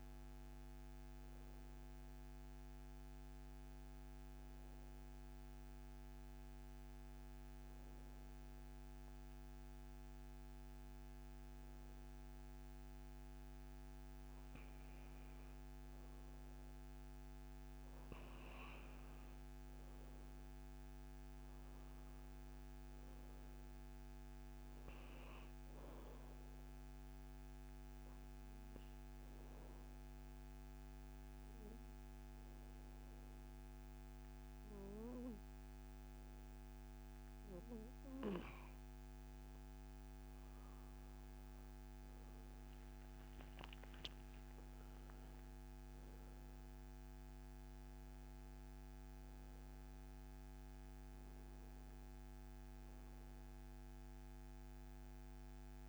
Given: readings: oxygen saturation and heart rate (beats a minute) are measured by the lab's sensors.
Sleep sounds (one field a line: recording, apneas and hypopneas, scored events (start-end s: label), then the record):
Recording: breathing in sleep, hard to hear, by a microphone on the trachea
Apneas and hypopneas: 2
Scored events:
1.50-14.00 s: obstructive apnea (oxygen 96% before, 88% lowest, heart rate 73 before, 63 extreme, up 7 after)
16.50-20.00 s: arousal
20.00-37.00 s: oxygen desaturation (device-marked, oxygen 95% before, 90% lowest, heart rate 68 before, 65 extreme)
26.50-39.00 s: obstructive apnea (oxygen 95% before, 88% lowest, heart rate 68 before, 63 extreme, up 11 after)
40.50-44.50 s: arousal
43.00-55.89 s: oxygen desaturation (device-marked, oxygen 96% before, 88% lowest, heart rate 71 before, 63 extreme)
From the record:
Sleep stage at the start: N2 (light sleep)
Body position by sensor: on the back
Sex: male